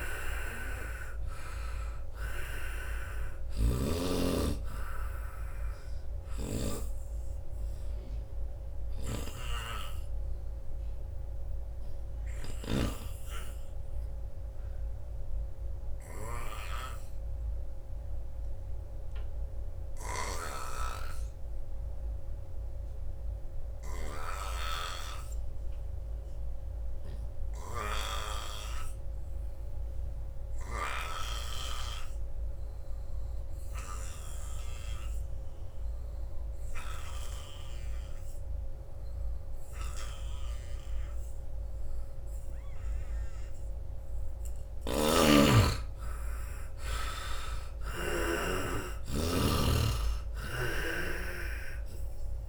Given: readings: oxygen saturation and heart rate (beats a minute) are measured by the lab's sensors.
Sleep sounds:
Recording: breathing in sleep by a room microphone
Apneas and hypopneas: 1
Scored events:
0.00-6.50 s: snoring (device-marked)
0.00-22.00 s: oxygen desaturation (device-marked, oxygen 71% lowest, heart rate 64 extreme)
8.50-12.50 s: snoring (device-marked)
12.00-42.50 s: obstructive apnea (oxygen 91% before, 71% lowest, heart rate 82 before, 76 extreme, up 7 after)
20.00-24.50 s: snoring (device-marked)
29.00-52.49 s: oxygen desaturation (device-marked, oxygen 99% before, 74% lowest, heart rate 84 before, 59 extreme)
30.50-34.50 s: snoring (device-marked)
44.50-48.00 s: arousal
44.50-48.00 s: snoring (device-marked)
50.00-52.49 s: snoring (device-marked)
From the record:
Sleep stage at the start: N2 (light sleep)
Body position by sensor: on the front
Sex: male

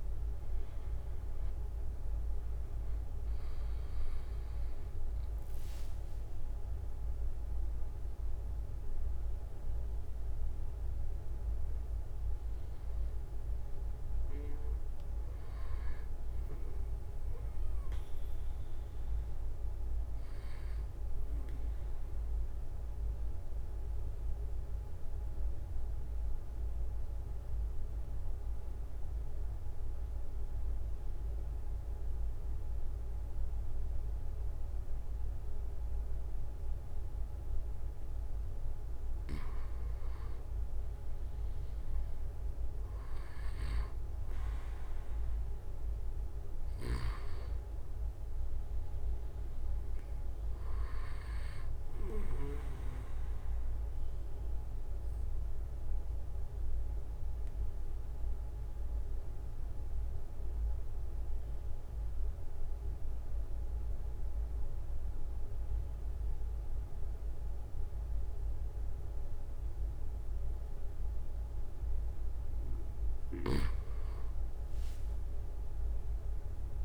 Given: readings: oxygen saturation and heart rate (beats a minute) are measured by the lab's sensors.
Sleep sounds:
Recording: breathing in sleep, hard to hear, by a room microphone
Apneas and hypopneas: 2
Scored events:
0.00-5.00 s: arousal
1.50-3.50 s: long interval between heartbeats (device-marked, heart rate 45 before, 34 extreme)
4.50-17.50 s: oxygen desaturation (device-marked, oxygen 95% before, 92% lowest)
13.50-15.50 s: long interval between heartbeats (device-marked, heart rate 36 before, 30 extreme)
20.00-38.50 s: obstructive apnea (oxygen 96% before, 91% lowest)
38.50-40.50 s: long interval between heartbeats (device-marked, heart rate 41 before, 47 extreme)
41.50-45.00 s: arousal
46.00-48.00 s: long interval between heartbeats (device-marked, heart rate 44 before, 40 extreme)
46.50-52.50 s: snoring (device-marked)
53.00-71.50 s: obstructive apnea (oxygen 97% before, 93% lowest)
75.00-76.85 s: arousal
75.00-76.85 s: long interval between heartbeats (device-marked, heart rate 43 before, 56 extreme)
From the record:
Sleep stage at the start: N2 (light sleep)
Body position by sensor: on the right side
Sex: male

